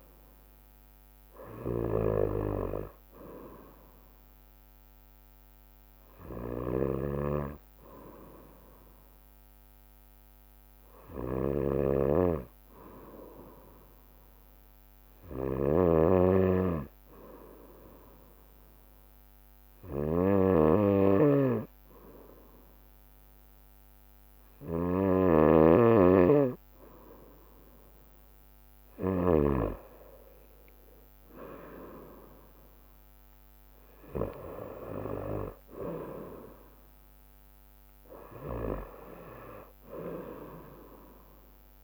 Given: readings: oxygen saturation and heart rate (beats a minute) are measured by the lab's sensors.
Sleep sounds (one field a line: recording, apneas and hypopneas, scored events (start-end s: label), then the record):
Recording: breathing in sleep by a microphone on the trachea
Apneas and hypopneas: 1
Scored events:
1.50-29.50 s: snoring (device-marked)
12.00-25.50 s: hypopnea (oxygen 94% before, 92% lowest, heart rate 69 before, 65 extreme, up 11 after)
18.50-39.50 s: drop in pulse transit time (device-marked, heart rate 68 before, 66 extreme)
29.50-31.50 s: long interval between heartbeats (device-marked, heart rate 70 before, 77 extreme)
30.50-35.00 s: arousal
From the record:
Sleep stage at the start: N2 (light sleep)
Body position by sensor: on the right side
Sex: female